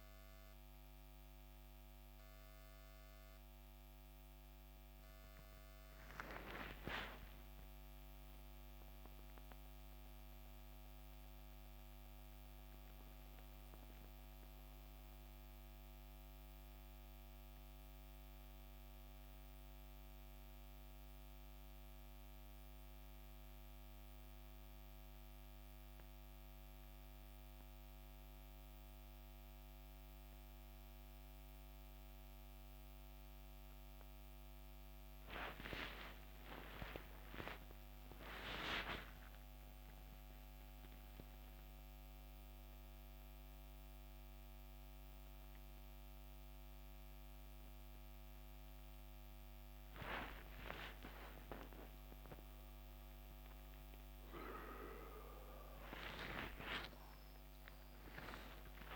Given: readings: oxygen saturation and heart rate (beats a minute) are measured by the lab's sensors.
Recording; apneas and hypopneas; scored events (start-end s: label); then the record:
breathing in sleep by a microphone on the trachea; none
0.00-14.00 s: oxygen desaturation (device-marked, oxygen 93% lowest, heart rate 69 extreme)
32.50-38.00 s: arousal
From the record:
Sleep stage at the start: N1 (lightest sleep); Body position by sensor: on the back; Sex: male